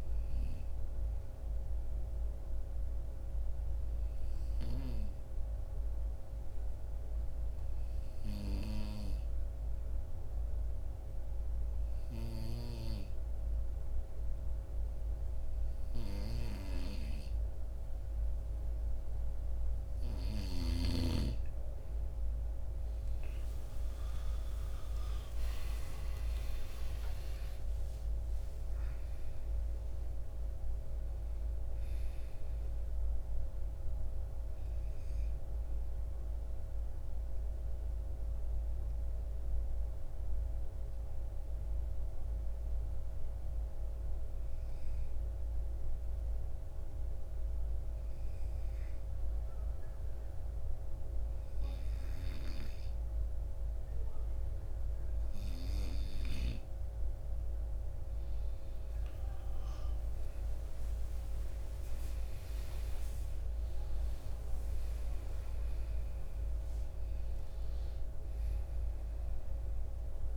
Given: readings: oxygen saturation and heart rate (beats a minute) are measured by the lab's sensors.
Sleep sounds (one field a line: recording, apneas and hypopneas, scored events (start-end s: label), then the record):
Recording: breathing in sleep by a room microphone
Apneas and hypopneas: 2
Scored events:
0.00-8.50 s: oxygen desaturation (device-marked, oxygen 89% lowest, heart rate 51 extreme)
1.50-19.00 s: obstructive apnea (oxygen 95% before, 89% lowest, heart rate 60 before, 52 extreme)
23.50-28.00 s: arousal
36.00-55.50 s: mixed apnea (oxygen 95% before, 89% lowest, heart rate 99 before, 52 extreme, up 40 after)
59.00-64.00 s: arousal
61.50-70.37 s: oxygen desaturation (device-marked, oxygen 97% before, 89% lowest, heart rate 56 before, 52 extreme)
From the record:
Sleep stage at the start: N2 (light sleep)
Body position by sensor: on the right side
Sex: male